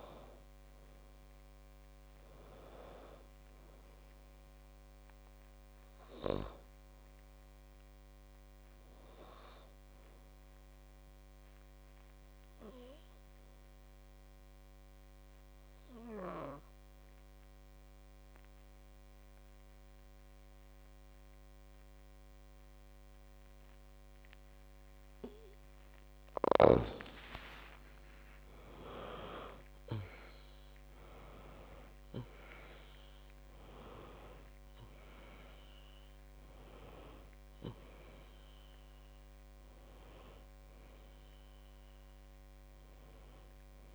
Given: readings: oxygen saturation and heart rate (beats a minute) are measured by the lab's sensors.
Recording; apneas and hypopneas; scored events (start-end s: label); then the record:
breathing in sleep by a microphone on the trachea; 1
12.50-26.00 s: obstructive apnea (oxygen 98% before, 90% lowest, heart rate 54 before, 53 extreme, up 46 after)
29.00-34.00 s: arousal
31.50-43.95 s: oxygen desaturation (device-marked, oxygen 97% before, 90% lowest, heart rate 58 before, 52 extreme)
From the record:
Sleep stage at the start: N2 (light sleep); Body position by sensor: on the back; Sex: female